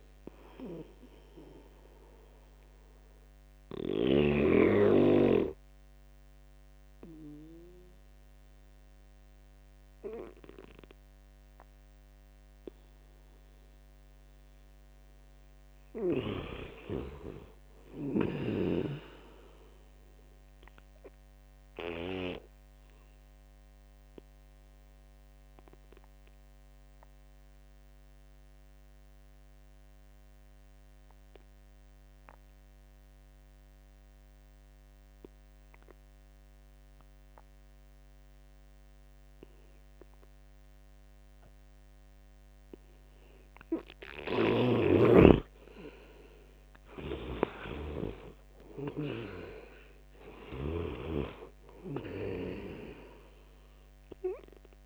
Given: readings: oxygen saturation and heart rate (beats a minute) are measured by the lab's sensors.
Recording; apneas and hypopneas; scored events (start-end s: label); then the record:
breathing in sleep by a microphone on the trachea; 2
0.00-13.50 s: oxygen desaturation (device-marked, oxygen 87% lowest, heart rate 70 extreme)
1.00-13.50 s: obstructive apnea (oxygen 99% before, 87% lowest, heart rate 81 before, 70 extreme, up 4 after)
16.50-20.50 s: arousal
22.50-44.00 s: obstructive apnea (oxygen 98% before, 87% lowest, heart rate 76 before, 71 extreme, up 10 after)
45.50-48.50 s: arousal
45.50-54.86 s: oxygen desaturation (device-marked, oxygen 97% before, 87% lowest, heart rate 73 before, 71 extreme)
From the record:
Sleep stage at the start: N2 (light sleep); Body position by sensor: on the right side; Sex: male